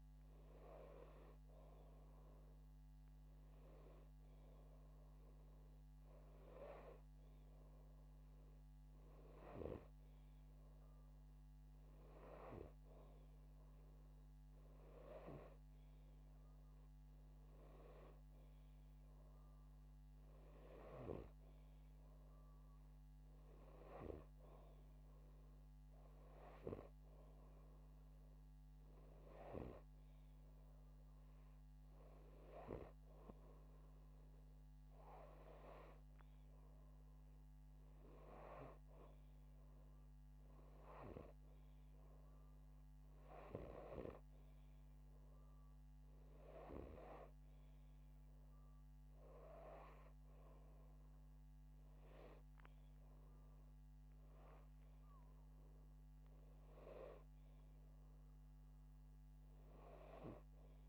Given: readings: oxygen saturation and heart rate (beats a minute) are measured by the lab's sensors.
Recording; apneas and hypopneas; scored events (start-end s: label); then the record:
breathing in sleep by a microphone on the trachea; none
none scored
From the record:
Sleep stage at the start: N2 (light sleep); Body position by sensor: upright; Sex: male